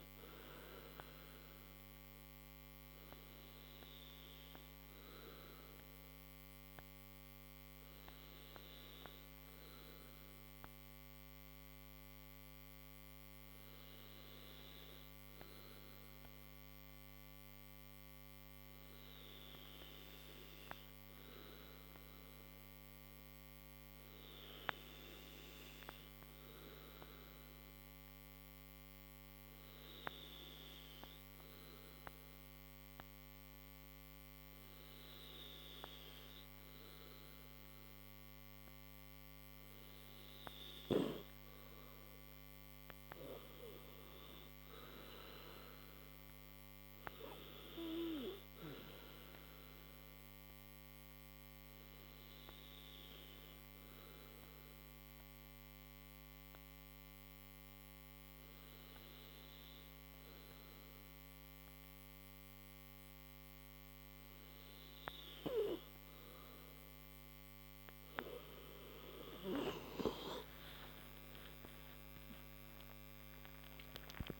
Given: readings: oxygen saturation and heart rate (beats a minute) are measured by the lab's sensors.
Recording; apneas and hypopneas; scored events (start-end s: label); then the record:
a person partly awake in a sleep study, by a microphone on the trachea; 2
0.00-7.50 s: oxygen desaturation (device-marked, oxygen 93% lowest, heart rate 54 extreme)
3.00-39.50 s: obstructive apnea (oxygen 97% before, 93% lowest, heart rate 64 before, 54 extreme, up 16 after)
42.50-45.50 s: arousal
51.50-67.00 s: obstructive apnea (oxygen 96% before, 93% lowest, heart rate 65 before, 54 extreme, up 38 after)
55.50-74.40 s: new sleep stage, awake
72.50-74.40 s: tachycardia (device-marked, heart rate 68 before, 149 extreme)
From the record:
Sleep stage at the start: N2 (light sleep); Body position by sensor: on the right side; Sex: male